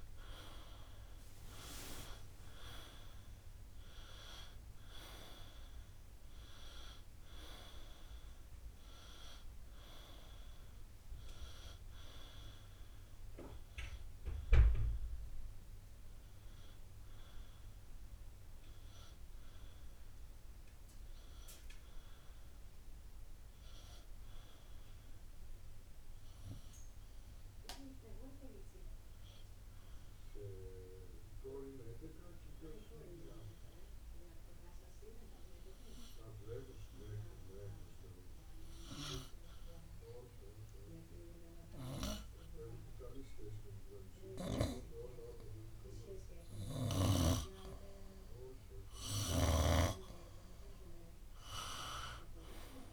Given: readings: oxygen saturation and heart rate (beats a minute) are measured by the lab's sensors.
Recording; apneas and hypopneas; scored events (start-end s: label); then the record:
breathing in sleep by a room microphone; 1
0.00-1.50 s: arousal
30.00-44.50 s: obstructive apnea (oxygen 97% before, 92% lowest, heart rate 59 before, 56 extreme, up 5 after)
47.00-50.50 s: arousal
From the record:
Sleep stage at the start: N2 (light sleep); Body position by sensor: on the right side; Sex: male